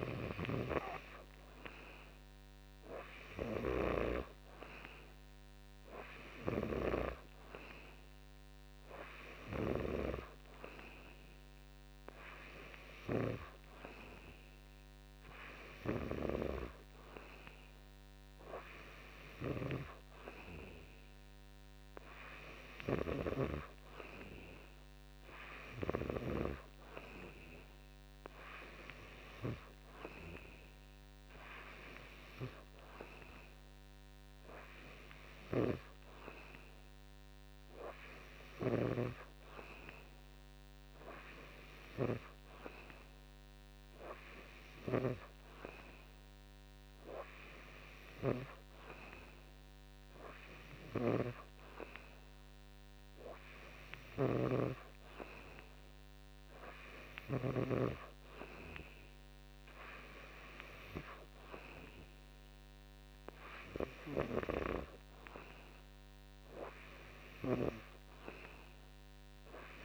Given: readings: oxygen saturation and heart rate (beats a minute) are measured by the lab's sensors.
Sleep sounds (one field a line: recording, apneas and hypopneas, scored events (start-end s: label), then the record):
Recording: breathing in sleep by a microphone on the trachea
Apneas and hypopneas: none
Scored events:
54.00-57.50 s: snoring (device-marked)
From the record:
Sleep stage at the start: N2 (light sleep)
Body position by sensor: on the back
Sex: male